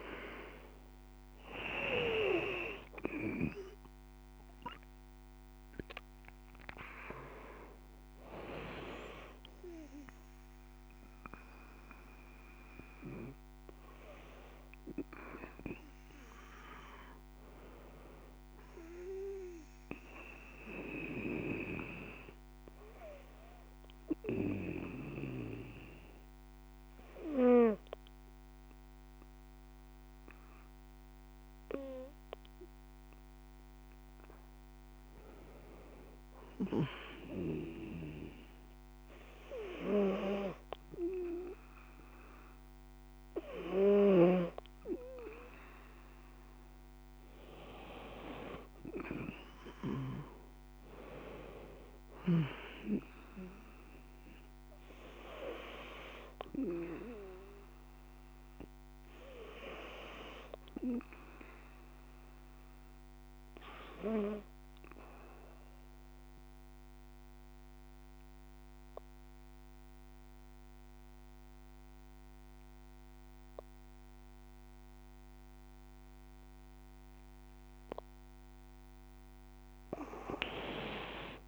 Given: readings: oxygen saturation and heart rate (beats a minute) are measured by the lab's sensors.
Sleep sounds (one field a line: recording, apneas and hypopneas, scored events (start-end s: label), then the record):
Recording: breathing in sleep by a microphone on the trachea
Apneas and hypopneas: 2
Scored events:
2.50-39.50 s: oxygen desaturation (device-marked, oxygen 95% before, 82% lowest, heart rate 61 before, 52 extreme)
20.00-35.00 s: obstructive apnea (oxygen 97% before, 82% lowest, heart rate 60 before, 55 extreme, up 7 after)
40.00-44.00 s: arousal
43.00-49.00 s: snoring (device-marked)
57.50-76.50 s: oxygen desaturation (device-marked, oxygen 96% before, 91% lowest, heart rate 60 before, 52 extreme)
62.00-77.00 s: obstructive apnea (oxygen 97% before, 85% lowest, heart rate 59 before, 52 extreme, up 7 after)
From the record:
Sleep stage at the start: N2 (light sleep)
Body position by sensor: on the back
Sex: female